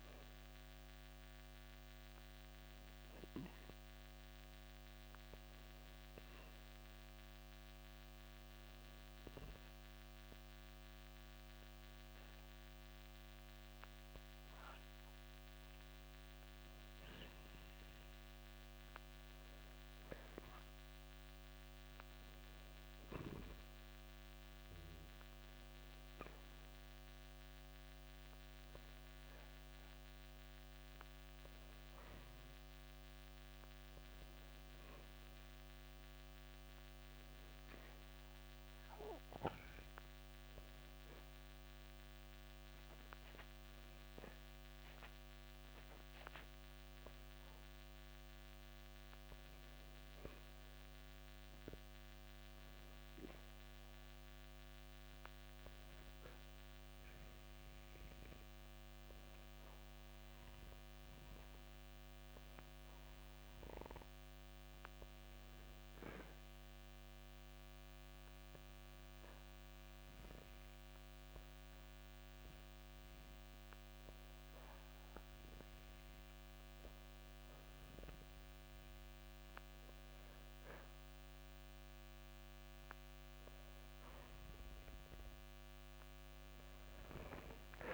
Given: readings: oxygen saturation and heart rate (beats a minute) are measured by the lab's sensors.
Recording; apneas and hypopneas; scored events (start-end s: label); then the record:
breathing in sleep, hard to hear, by a microphone on the trachea; 3
9.00-20.50 s: hypopnea (oxygen 95% before, 92% lowest, heart rate 78 before, 55 extreme, up 43 after)
22.50-26.00 s: arousal
39.00-49.00 s: hypopnea (oxygen 95% before, 91% lowest, heart rate 85 before, 64 extreme, up 8 after)
52.00-55.00 s: arousal
69.00-81.50 s: hypopnea (oxygen 94% before, 90% lowest, heart rate 81 before, 47 extreme, up 54 after)
84.50-87.93 s: arousal
From the record:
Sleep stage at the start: N2 (light sleep); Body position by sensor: on the back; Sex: male